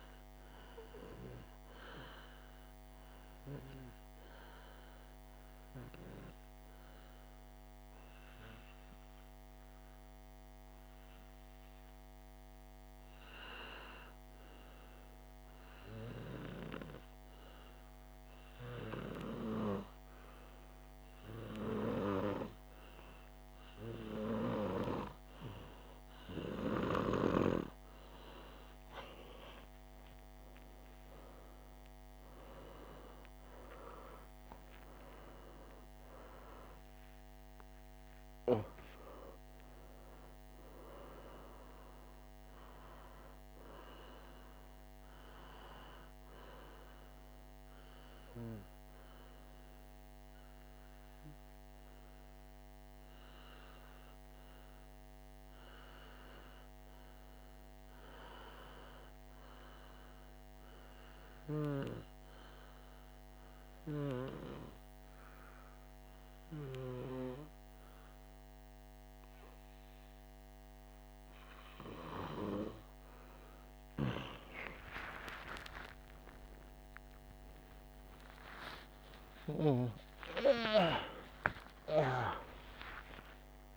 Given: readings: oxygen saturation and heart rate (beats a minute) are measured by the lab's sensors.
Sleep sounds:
breathing in sleep by a microphone on the trachea; 2
0.00-6.00 s: oxygen desaturation (device-marked, oxygen 93% lowest, heart rate 51 extreme)
2.50-25.00 s: obstructive apnea (oxygen 97% before, 94% lowest, heart rate 69 before, 51 extreme, up 10 after)
25.00-38.00 s: oxygen desaturation (device-marked, oxygen 97% before, 94% lowest, heart rate 54 before, 54 extreme)
29.50-34.50 s: arousal
51.50-73.00 s: obstructive apnea (oxygen 97% before, 93% lowest, heart rate 73 before, 53 extreme, up 1 after)
75.00-81.50 s: arousal
From the record:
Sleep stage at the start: N2 (light sleep); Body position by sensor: on the right side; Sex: male

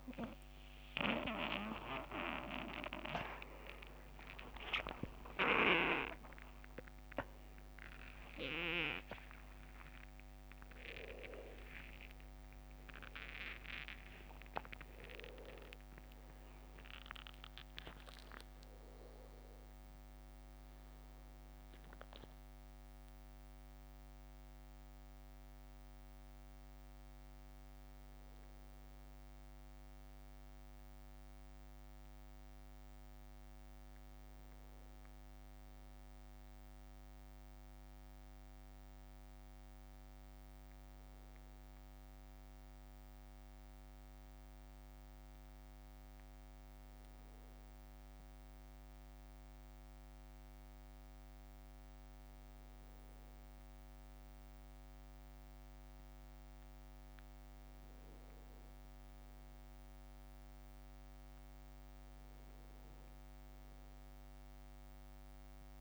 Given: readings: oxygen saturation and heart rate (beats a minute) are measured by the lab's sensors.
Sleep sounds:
a person awake in a sleep study, by a microphone on the trachea; none
2.50-24.50 s: drop in pulse transit time (device-marked, heart rate 59 before, 69 extreme)
8.50-12.50 s: tachycardia (device-marked, heart rate 55 before, 103 extreme)
12.00-14.00 s: long interval between heartbeats (device-marked, heart rate 67 before, 103 extreme)
38.50-65.81 s: new sleep stage, N1 (lightest sleep)
From the record:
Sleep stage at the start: awake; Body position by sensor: on the back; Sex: male

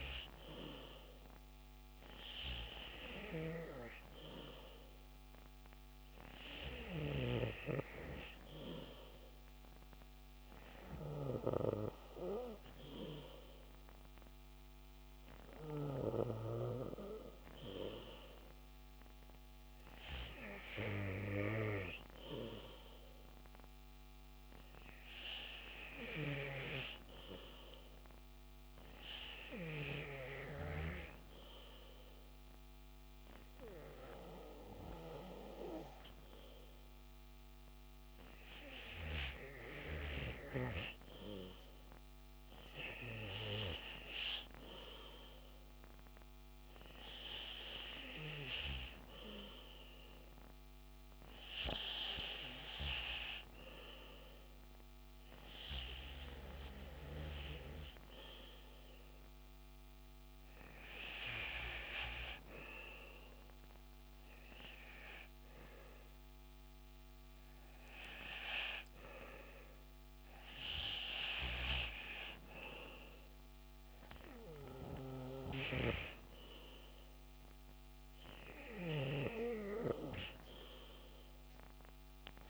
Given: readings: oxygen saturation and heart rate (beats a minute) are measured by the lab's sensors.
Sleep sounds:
breathing in sleep by a microphone on the trachea; none
0.00-6.50 s: oxygen desaturation (device-marked, oxygen 94% lowest, heart rate 65 extreme)
From the record:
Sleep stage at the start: N2 (light sleep); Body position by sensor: on the back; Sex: male

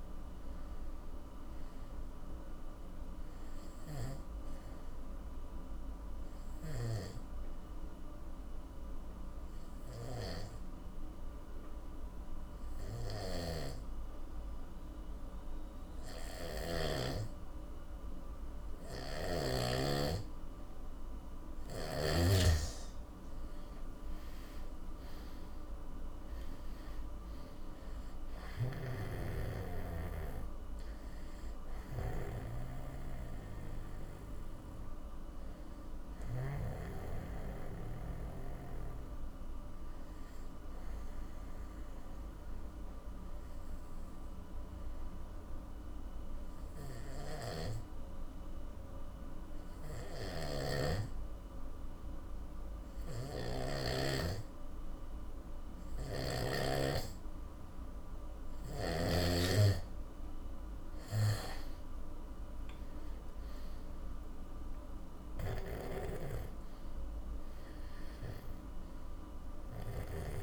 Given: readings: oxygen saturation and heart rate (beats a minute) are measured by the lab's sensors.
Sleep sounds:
breathing in sleep by a room microphone; 2
6.50-21.50 s: obstructive apnea (oxygen 98% before, 84% lowest, heart rate 57 before, 49 extreme, up 26 after)
7.50-16.50 s: oxygen desaturation (device-marked, oxygen 98% before, 91% lowest, heart rate 57 before, 49 extreme)
13.00-17.00 s: snoring (device-marked)
24.00-27.50 s: arousal
26.50-47.50 s: oxygen desaturation (device-marked, oxygen 96% before, 84% lowest, heart rate 59 before, 49 extreme)
28.50-36.50 s: snoring (device-marked)
37.00-58.50 s: obstructive apnea (oxygen 96% before, 84% lowest, heart rate 65 before, 52 extreme, up 24 after)
47.00-56.50 s: snoring (device-marked)
60.50-70.43 s: oxygen desaturation (device-marked, oxygen 98% before, 86% lowest, heart rate 55 before, 51 extreme)
62.00-66.00 s: arousal
65.00-70.00 s: snoring (device-marked)
From the record:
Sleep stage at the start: N2 (light sleep); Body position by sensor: on the back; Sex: male

